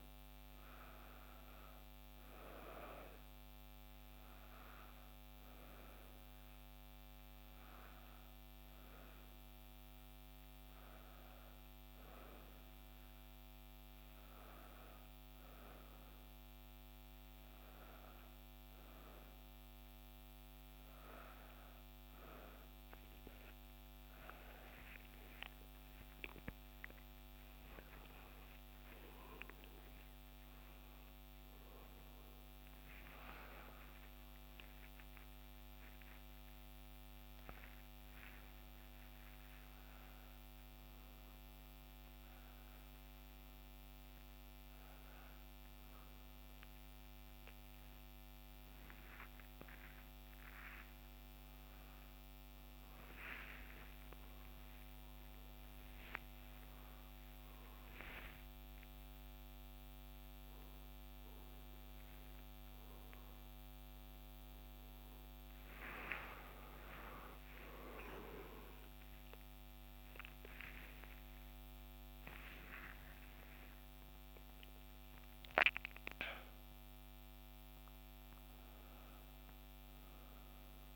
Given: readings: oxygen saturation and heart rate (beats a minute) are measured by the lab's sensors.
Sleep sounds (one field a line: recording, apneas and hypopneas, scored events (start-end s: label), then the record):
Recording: a person awake in a sleep study, by a microphone on the trachea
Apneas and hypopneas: none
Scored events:
4.50-34.50 s: new sleep stage, N1 (lightest sleep)
34.50-80.96 s: new sleep stage, awake
43.00-45.00 s: long interval between heartbeats (device-marked, heart rate 61 before, 73 extreme)
From the record:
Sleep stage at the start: N2 (light sleep)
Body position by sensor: on the back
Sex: female